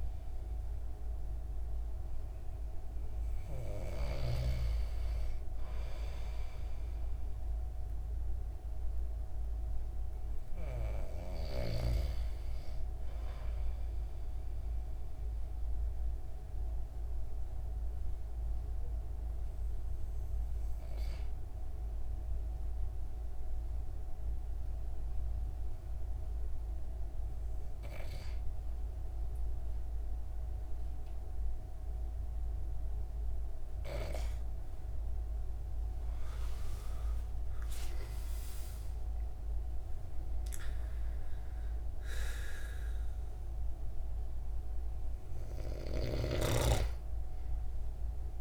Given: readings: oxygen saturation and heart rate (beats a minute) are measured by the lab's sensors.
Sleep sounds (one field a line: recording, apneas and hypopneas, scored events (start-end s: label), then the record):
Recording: breathing in sleep by a room microphone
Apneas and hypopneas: none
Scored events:
36.50-41.00 s: arousal
From the record:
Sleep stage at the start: N2 (light sleep)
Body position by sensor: on the back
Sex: male